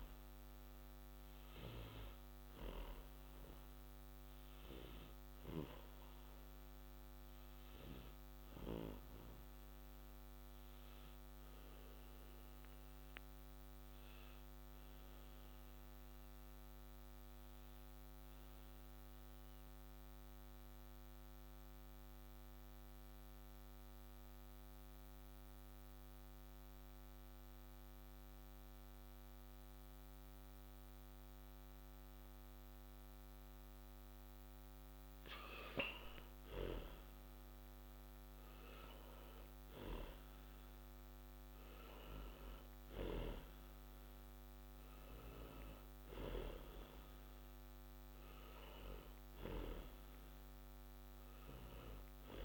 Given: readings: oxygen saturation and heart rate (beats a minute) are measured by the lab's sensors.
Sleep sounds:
breathing in sleep by a microphone on the trachea; 1
0.00-16.00 s: oxygen desaturation (device-marked, oxygen 93% lowest, heart rate 61 extreme)
10.50-34.00 s: obstructive apnea (oxygen 96% before, 92% lowest, heart rate 126 before, 62 extreme, up 15 after)
16.00-52.45 s: new sleep stage, N2 (light sleep)
36.50-41.00 s: arousal
From the record:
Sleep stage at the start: N1 (lightest sleep); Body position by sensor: on the back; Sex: male

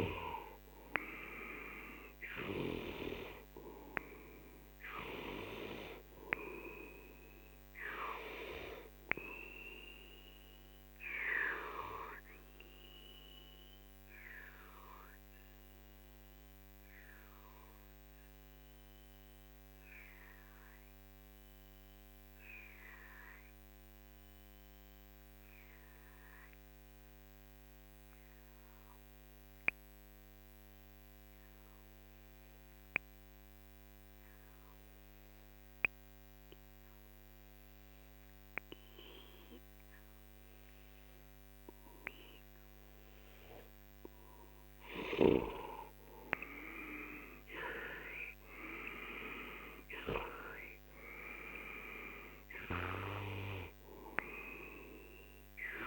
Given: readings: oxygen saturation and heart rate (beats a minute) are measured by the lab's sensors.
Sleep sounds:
breathing in sleep by a microphone on the trachea; 1
0.00-8.50 s: oxygen desaturation (device-marked, oxygen 91% lowest, heart rate 39 extreme)
6.00-43.50 s: obstructive apnea (oxygen 98% before, 91% lowest, heart rate 53 before, 38 extreme, up 13 after)
37.50-55.50 s: oxygen desaturation (device-marked, oxygen 98% before, 91% lowest, heart rate 46 before, 38 extreme)
45.50-49.00 s: arousal
From the record:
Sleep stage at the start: N2 (light sleep); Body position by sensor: on the left side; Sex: male

